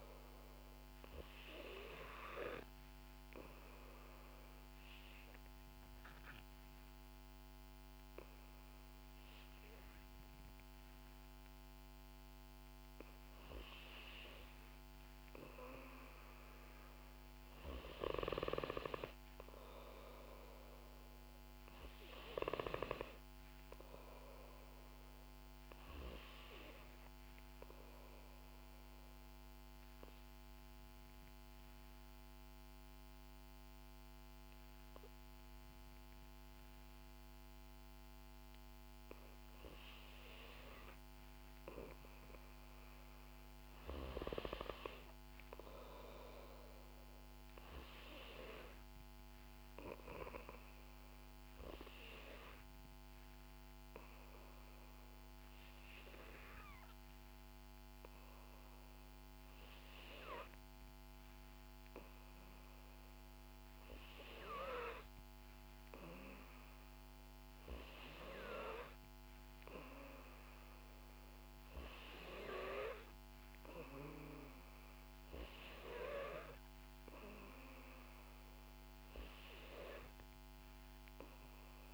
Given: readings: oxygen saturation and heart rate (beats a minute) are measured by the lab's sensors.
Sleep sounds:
breathing in sleep by a microphone on the trachea; 3
0.50-13.00 s: obstructive apnea (oxygen 94% before, 91% lowest, heart rate 59 before, 58 extreme, up 1 after)
1.00-18.00 s: oxygen desaturation (device-marked, oxygen 94% before, 91% lowest, heart rate 59 before, 57 extreme)
19.50-23.50 s: arousal
28.50-41.00 s: obstructive apnea (oxygen 94% before, 91% lowest, heart rate 61 before, 57 extreme, up 5 after)
45.00-48.50 s: arousal
50.00-63.50 s: obstructive apnea (oxygen 94% before, 91% lowest, heart rate 59 before, 60 extreme, up 4 after)
66.00-69.50 s: arousal
From the record:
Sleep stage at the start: N2 (light sleep); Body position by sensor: on the back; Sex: female

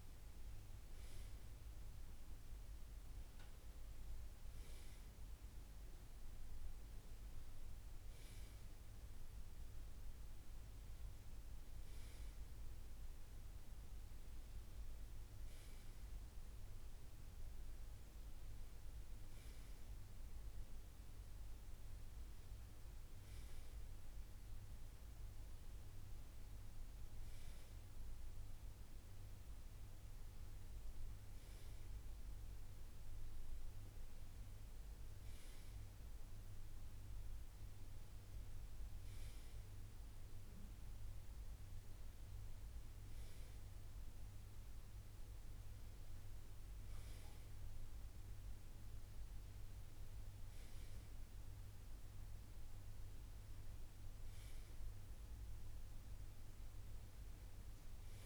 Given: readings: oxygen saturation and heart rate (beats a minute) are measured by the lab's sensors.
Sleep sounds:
breathing in sleep, hard to hear, by a room microphone; none
none scored
From the record:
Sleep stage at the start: N2 (light sleep); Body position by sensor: on the right side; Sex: male

